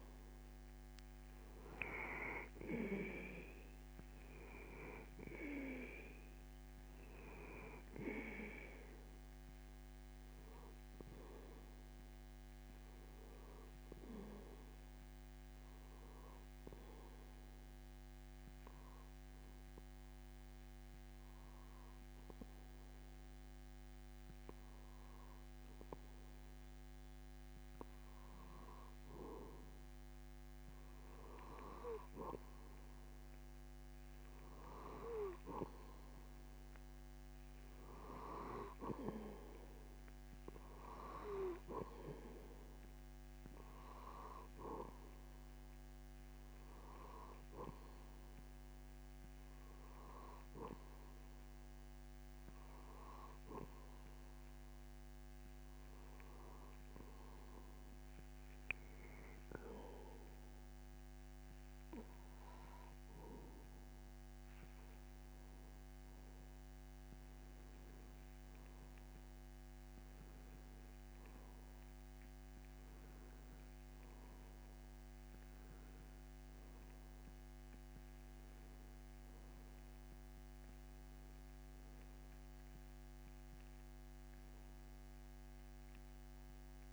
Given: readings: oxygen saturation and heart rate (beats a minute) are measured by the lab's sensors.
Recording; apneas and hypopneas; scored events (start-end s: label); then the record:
breathing in sleep by a microphone on the trachea; 1
16.00-28.00 s: obstructive apnea (oxygen 94% before, 91% lowest)
30.00-33.00 s: arousal
66.00-70.50 s: arousal
From the record:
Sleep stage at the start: N2 (light sleep); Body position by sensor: on the back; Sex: male